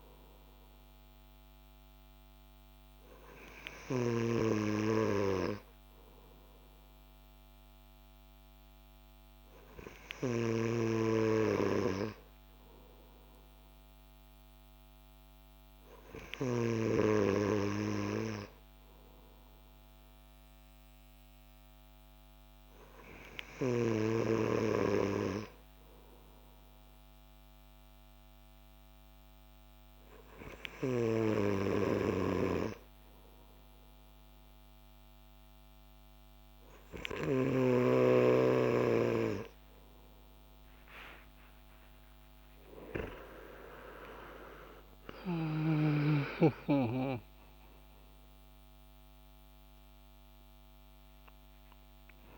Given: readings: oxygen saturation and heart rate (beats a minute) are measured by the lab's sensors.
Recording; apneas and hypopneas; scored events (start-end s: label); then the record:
breathing in sleep by a microphone on the trachea; none
21.50-52.38 s: new sleep stage, N2 (light sleep)
40.50-45.00 s: arousal
46.50-52.38 s: oxygen desaturation (device-marked, oxygen 97% before, 94% lowest)
From the record:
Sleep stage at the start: N3 (deep sleep); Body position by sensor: on the back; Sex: male